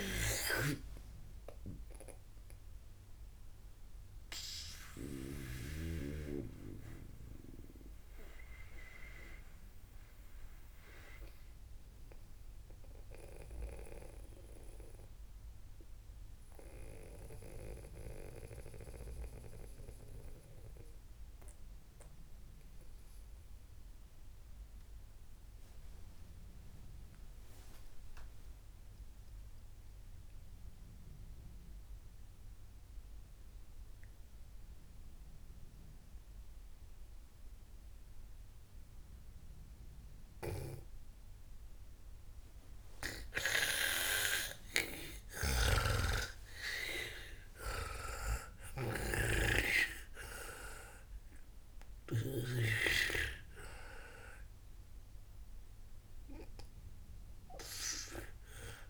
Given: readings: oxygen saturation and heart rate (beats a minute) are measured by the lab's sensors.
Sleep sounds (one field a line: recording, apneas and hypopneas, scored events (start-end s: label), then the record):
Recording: breathing in sleep by a room microphone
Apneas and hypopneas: 1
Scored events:
0.00-9.00 s: oxygen desaturation (device-marked, oxygen 91% lowest, heart rate 59 extreme)
0.50-6.00 s: snoring (device-marked)
1.50-44.50 s: mixed apnea (oxygen 98% before, 90% lowest, heart rate 96 before, 59 extreme, up 48 after)
13.50-18.00 s: snoring (device-marked)
34.00-58.00 s: oxygen desaturation (device-marked, oxygen 99% before, 93% lowest, heart rate 67 before, 59 extreme)
41.00-53.00 s: snoring (device-marked)
47.00-51.00 s: arousal
From the record:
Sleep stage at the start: N2 (light sleep)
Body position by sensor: on the back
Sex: female